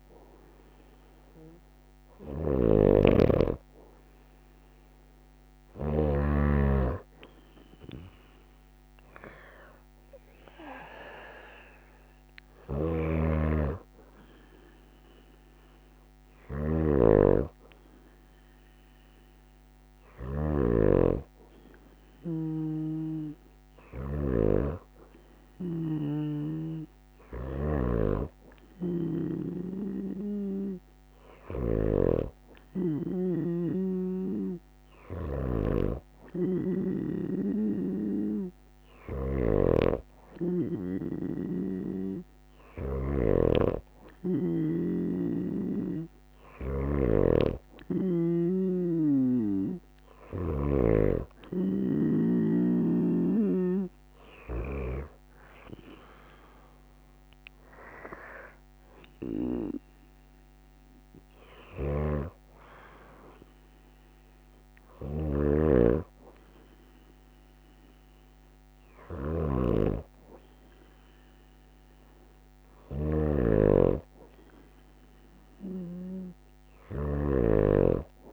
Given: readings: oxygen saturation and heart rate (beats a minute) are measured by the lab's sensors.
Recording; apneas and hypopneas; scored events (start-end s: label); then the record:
breathing in sleep by a microphone on the trachea; none
16.00-20.00 s: snoring (device-marked)
From the record:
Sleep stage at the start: N2 (light sleep); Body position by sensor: on the right side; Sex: female